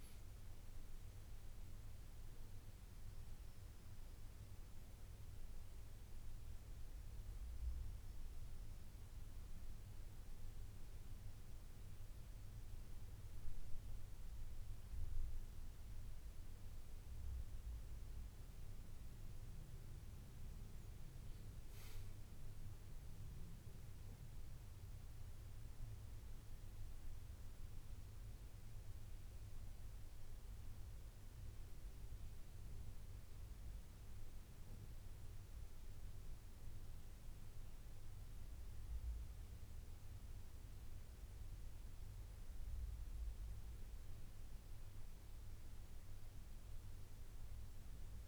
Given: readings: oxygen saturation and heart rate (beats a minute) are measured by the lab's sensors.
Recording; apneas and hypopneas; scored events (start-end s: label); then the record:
breathing in sleep, hard to hear, by a room microphone; none
none scored
From the record:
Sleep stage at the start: N2 (light sleep); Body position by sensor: on the right side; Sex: male